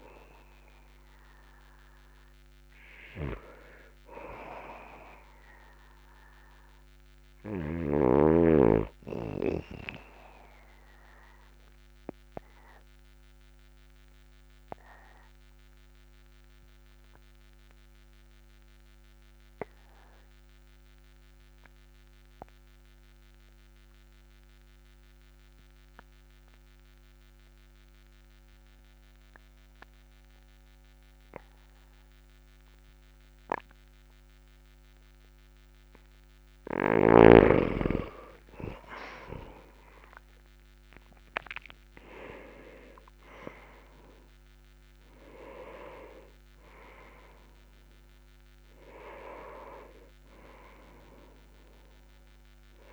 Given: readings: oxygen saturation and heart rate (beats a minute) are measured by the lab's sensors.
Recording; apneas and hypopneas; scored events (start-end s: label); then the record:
breathing in sleep by a microphone on the trachea; 1
4.00-21.00 s: oxygen desaturation (device-marked, oxygen 98% before, 95% lowest, heart rate 49 before, 39 extreme)
12.00-38.00 s: obstructive apnea (oxygen 98% before, 93% lowest, heart rate 45 before, 39 extreme, up 3 after)
39.50-43.50 s: arousal
From the record:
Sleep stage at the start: N2 (light sleep); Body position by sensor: on the back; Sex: male